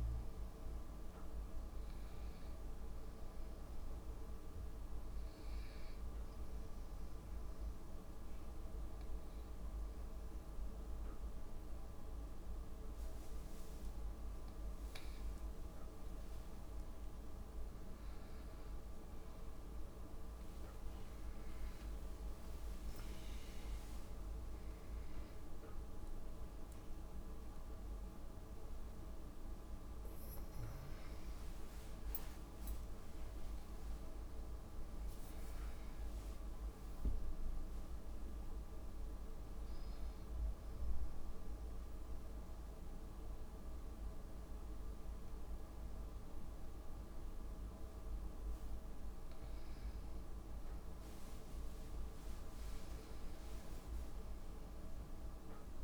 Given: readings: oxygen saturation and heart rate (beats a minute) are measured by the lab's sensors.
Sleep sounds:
breathing in sleep, hard to hear, by a room microphone; 2
6.00-16.00 s: obstructive apnea (oxygen 93% before, 91% lowest)
21.50-27.50 s: arousal
24.00-26.00 s: long interval between heartbeats (device-marked)
41.00-51.00 s: obstructive apnea (oxygen 96% before, 93% lowest)
53.50-55.83 s: arousal
From the record:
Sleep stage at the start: N2 (light sleep); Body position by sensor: on the back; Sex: female

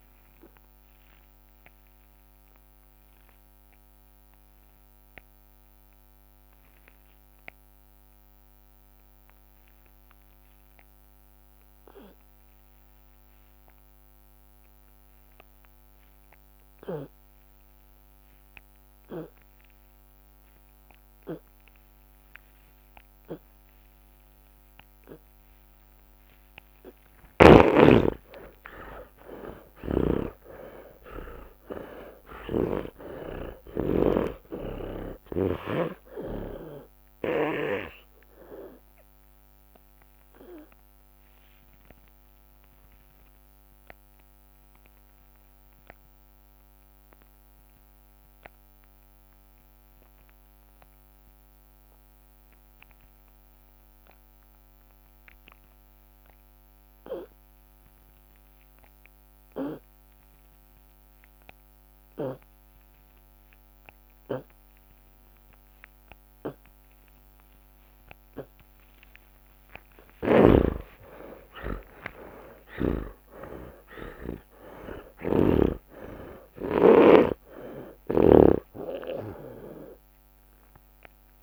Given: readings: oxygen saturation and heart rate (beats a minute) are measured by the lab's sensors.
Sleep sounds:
breathing in sleep by a microphone on the trachea; 2
1.00-23.50 s: obstructive apnea (oxygen 98% before, 66% lowest)
7.00-34.00 s: oxygen desaturation (device-marked, oxygen 97% before, 66% lowest)
17.00-19.00 s: long interval between heartbeats (device-marked)
19.50-21.50 s: long interval between heartbeats (device-marked, heart rate 77 before, 51 extreme)
22.50-24.50 s: long interval between heartbeats (device-marked, heart rate 70 before, 58 extreme)
24.00-27.00 s: drop in pulse transit time (device-marked, heart rate 66 before, 75 extreme)
26.50-28.50 s: long interval between heartbeats (device-marked, heart rate 64 before, 82 extreme)
27.50-32.50 s: arousal
29.50-34.00 s: snoring (device-marked)
40.00-69.50 s: obstructive apnea (oxygen 95% before, 80% lowest)
42.00-48.00 s: tachycardia (device-marked, heart rate 76 before, 101 extreme)
70.50-76.00 s: arousal
73.00-81.43 s: tachycardia (device-marked, heart rate 74 before, 186 extreme)
73.50-75.50 s: long interval between heartbeats (device-marked)
75.00-78.50 s: snoring (device-marked)
76.50-78.50 s: long interval between heartbeats (device-marked)
80.00-81.43 s: drop in pulse transit time (device-marked, heart rate 40 before, 186 extreme)
From the record:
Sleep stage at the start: N2 (light sleep); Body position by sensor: on the left side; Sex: male

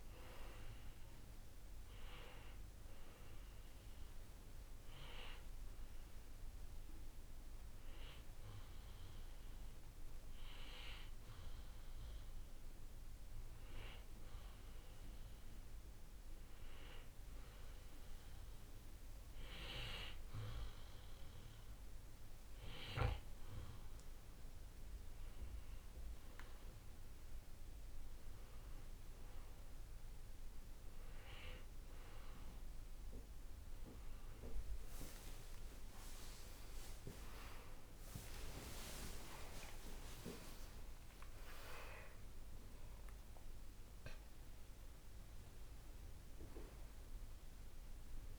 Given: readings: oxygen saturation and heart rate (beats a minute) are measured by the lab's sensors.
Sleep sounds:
breathing in sleep by a room microphone; 1
0.00-16.00 s: oxygen desaturation (device-marked, oxygen 93% lowest, heart rate 56 extreme)
7.50-24.50 s: hypopnea (oxygen 99% before, 93% lowest, heart rate 55 before, 56 extreme, up 7 after)
37.00-43.00 s: arousal
From the record:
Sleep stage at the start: N2 (light sleep); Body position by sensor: on the right side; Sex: male

